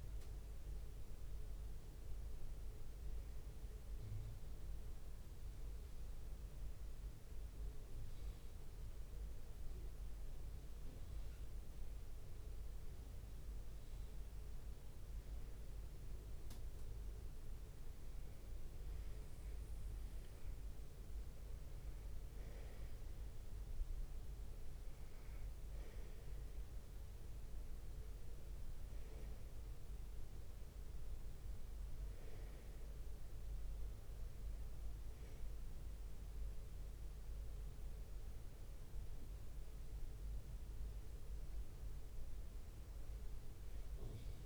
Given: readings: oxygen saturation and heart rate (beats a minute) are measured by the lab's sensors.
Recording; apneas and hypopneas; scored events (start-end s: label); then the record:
breathing in sleep, hard to hear, by a room microphone; 1
0.00-1.50 s: arousal
0.00-7.50 s: oxygen desaturation (device-marked, oxygen 92% lowest, heart rate 62 extreme)
5.00-21.00 s: hypopnea (oxygen 96% before, 92% lowest, heart rate 67 before, 68 extreme, up 11 after)
20.50-44.46 s: oxygen desaturation (device-marked, oxygen 98% before, 92% lowest, heart rate 68 before, 69 extreme)
23.00-27.00 s: arousal
27.50-29.50 s: long interval between heartbeats (device-marked, heart rate 69 before, 79 extreme)
32.50-35.00 s: leg movement (device-marked)
From the record:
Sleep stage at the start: N1 (lightest sleep); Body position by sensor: on the right side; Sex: male